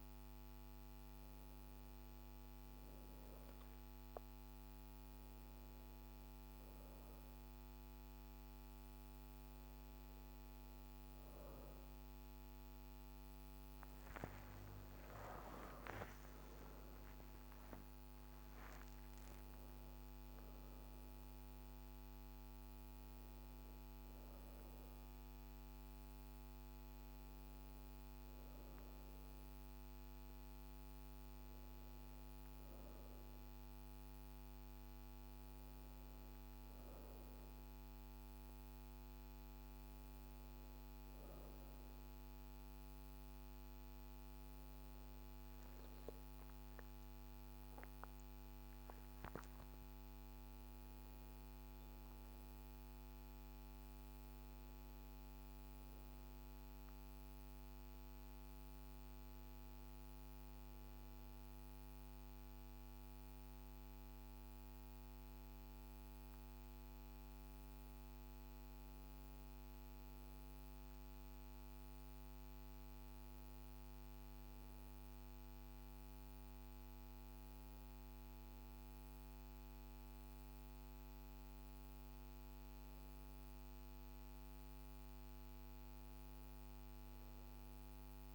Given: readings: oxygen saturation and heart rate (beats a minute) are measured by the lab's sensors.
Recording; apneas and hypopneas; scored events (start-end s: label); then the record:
breathing in sleep, hard to hear, by a microphone on the trachea; none
13.00-16.50 s: arousal
54.50-66.50 s: oxygen desaturation (device-marked, oxygen 97% before, 94% lowest)
From the record:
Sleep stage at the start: N2 (light sleep); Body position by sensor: on the right side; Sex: female